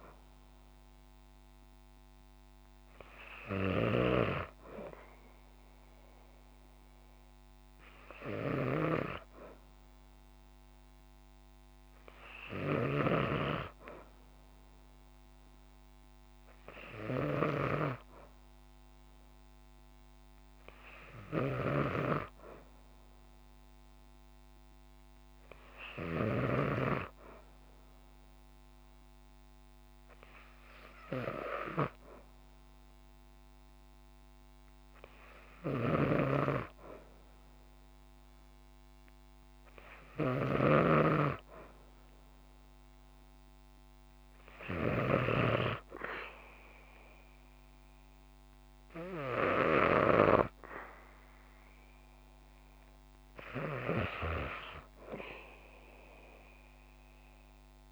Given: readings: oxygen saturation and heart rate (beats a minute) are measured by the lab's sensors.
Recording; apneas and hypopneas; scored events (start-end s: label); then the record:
breathing in sleep by a microphone on the trachea; none
0.00-3.50 s: snoring (device-marked)
12.00-17.00 s: snoring (device-marked)
35.00-49.50 s: snoring (device-marked)
From the record:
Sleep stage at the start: N2 (light sleep); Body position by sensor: on the back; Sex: female